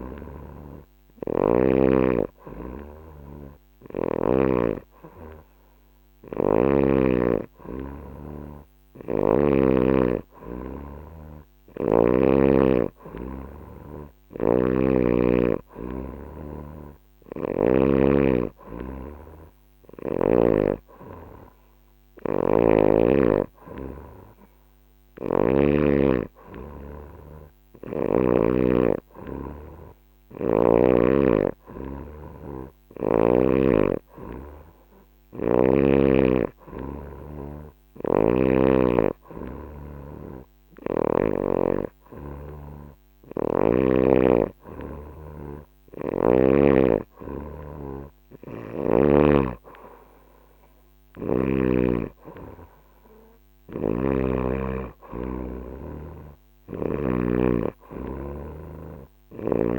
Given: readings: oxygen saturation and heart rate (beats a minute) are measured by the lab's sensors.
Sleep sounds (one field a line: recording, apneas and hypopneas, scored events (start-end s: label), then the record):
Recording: breathing in sleep by a microphone on the trachea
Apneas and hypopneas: none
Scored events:
0.00-1.50 s: snoring (device-marked)
18.50-28.00 s: snoring (device-marked)
37.50-41.00 s: snoring (device-marked)
From the record:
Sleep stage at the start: N3 (deep sleep)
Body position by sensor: on the back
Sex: female